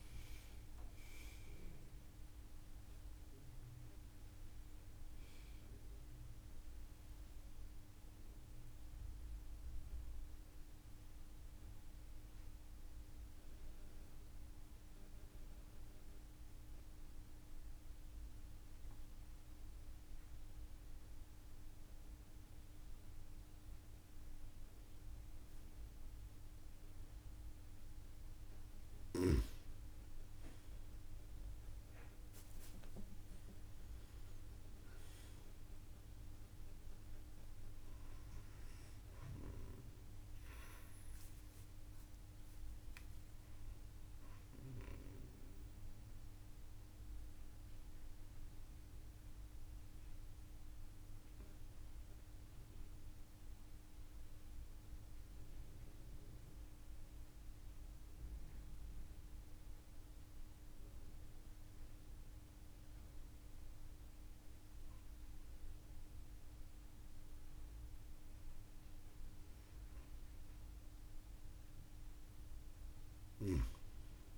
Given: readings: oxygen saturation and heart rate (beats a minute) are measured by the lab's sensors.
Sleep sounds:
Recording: breathing in sleep, hard to hear, by a room microphone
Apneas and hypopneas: 2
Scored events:
0.00-17.00 s: oxygen desaturation (device-marked, oxygen 92% lowest)
14.50-28.00 s: central apnea (oxygen 96% before, 92% lowest)
29.50-34.00 s: arousal
36.00-56.00 s: oxygen desaturation (device-marked, oxygen 96% before, 92% lowest)
46.50-64.00 s: mixed apnea (oxygen 96% before, 92% lowest)
65.50-69.00 s: arousal
From the record:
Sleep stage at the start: N2 (light sleep)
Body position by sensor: on the right side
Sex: female

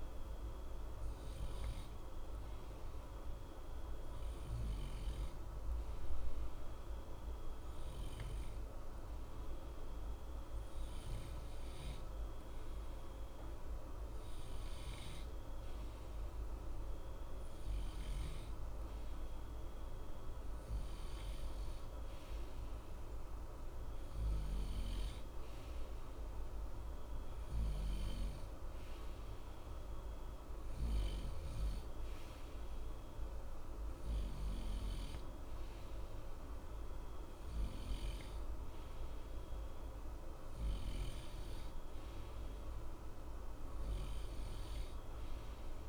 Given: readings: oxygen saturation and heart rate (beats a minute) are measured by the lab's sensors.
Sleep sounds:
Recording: breathing in sleep, hard to hear, by a room microphone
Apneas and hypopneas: 1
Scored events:
1.50-14.50 s: hypopnea (oxygen 93% before, 92% lowest, heart rate 60 before, 60 extreme, up 0 after)
16.50-20.00 s: arousal
From the record:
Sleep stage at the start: N2 (light sleep)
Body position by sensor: on the right side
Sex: male

